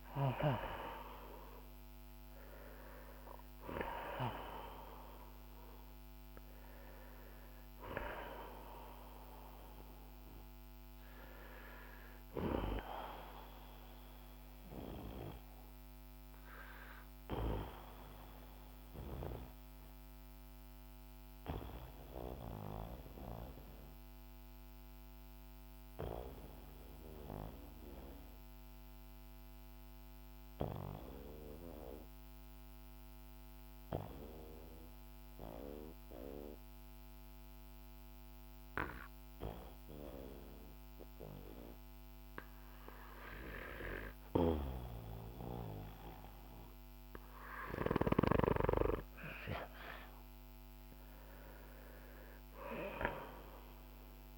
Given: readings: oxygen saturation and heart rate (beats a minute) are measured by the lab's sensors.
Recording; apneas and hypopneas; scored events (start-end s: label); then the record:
breathing in sleep by a microphone on the trachea; 1
0.00-1.50 s: arousal
0.00-33.00 s: oxygen desaturation (device-marked, oxygen 89% lowest, heart rate 41 extreme)
15.00-48.00 s: obstructive apnea (oxygen 98% before, 89% lowest, heart rate 58 before, 41 extreme, up 9 after)
46.00-54.38 s: oxygen desaturation (device-marked, oxygen 97% before, 89% lowest, heart rate 50 before, 47 extreme)
49.00-54.00 s: arousal
From the record:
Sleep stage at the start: N2 (light sleep); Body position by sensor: on the back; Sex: male